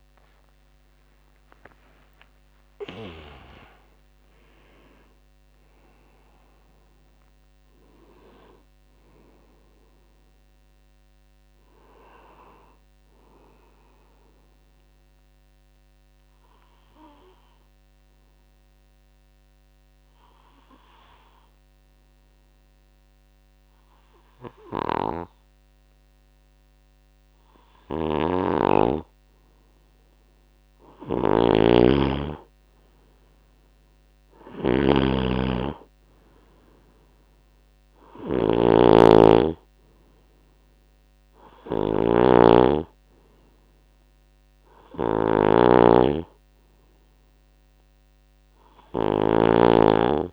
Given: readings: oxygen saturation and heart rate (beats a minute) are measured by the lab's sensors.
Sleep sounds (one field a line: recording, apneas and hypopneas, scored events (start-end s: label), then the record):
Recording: breathing in sleep by a microphone on the trachea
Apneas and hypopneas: 1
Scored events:
0.00-2.50 s: arousal
0.00-4.50 s: tachycardia (device-marked, heart rate 116 extreme)
0.00-22.50 s: oxygen desaturation (device-marked, oxygen 91% lowest, heart rate 56 extreme)
14.50-29.50 s: obstructive apnea (oxygen 95% before, 93% lowest, heart rate 93 before, 56 extreme, up 8 after)
24.50-50.33 s: snoring (device-marked)
33.00-36.50 s: arousal
37.50-50.33 s: oxygen desaturation (device-marked, oxygen 98% before, 94% lowest, heart rate 61 before, 66 extreme)
From the record:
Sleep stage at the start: N2 (light sleep)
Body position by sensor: on the right side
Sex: male